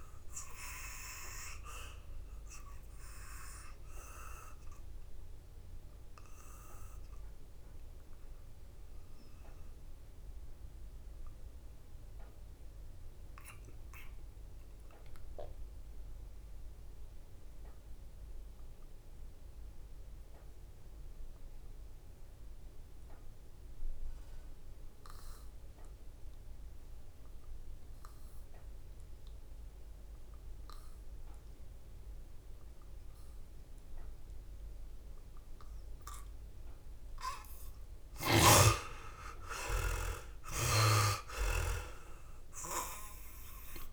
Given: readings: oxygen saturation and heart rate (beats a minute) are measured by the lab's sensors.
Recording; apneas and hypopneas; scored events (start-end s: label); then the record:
breathing in sleep by a room microphone; 1
0.00-23.50 s: oxygen desaturation (device-marked, oxygen 72% lowest, heart rate 64 extreme)
1.00-36.50 s: obstructive apnea (oxygen 98% before, 67% lowest, heart rate 70 before, 64 extreme, up 5 after)
25.50-43.93 s: oxygen desaturation (device-marked, oxygen 96% before, 67% lowest, heart rate 70 before, 57 extreme)
38.00-43.93 s: snoring (device-marked)
39.50-43.93 s: arousal
From the record:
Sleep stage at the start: N2 (light sleep); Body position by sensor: on the back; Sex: male